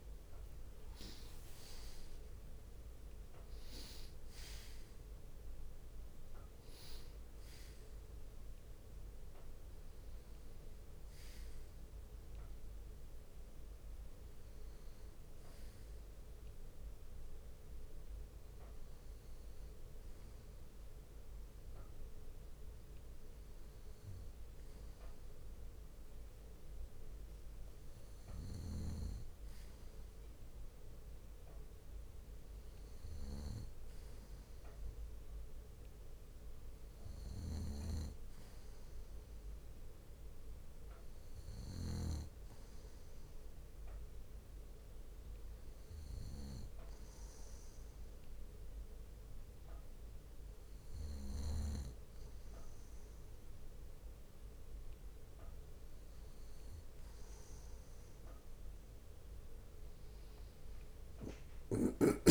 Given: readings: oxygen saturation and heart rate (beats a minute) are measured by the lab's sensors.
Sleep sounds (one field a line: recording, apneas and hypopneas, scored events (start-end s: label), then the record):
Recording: breathing in sleep by a room microphone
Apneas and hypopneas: none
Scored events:
24.50-26.50 s: bradycardia (device-marked, heart rate 63 before, 62 extreme)
37.50-39.50 s: bradycardia (device-marked, heart rate 63 before, 58 extreme)
46.50-48.50 s: bradycardia (device-marked, heart rate 63 before, 63 extreme)
From the record:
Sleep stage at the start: N2 (light sleep)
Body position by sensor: on the back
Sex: male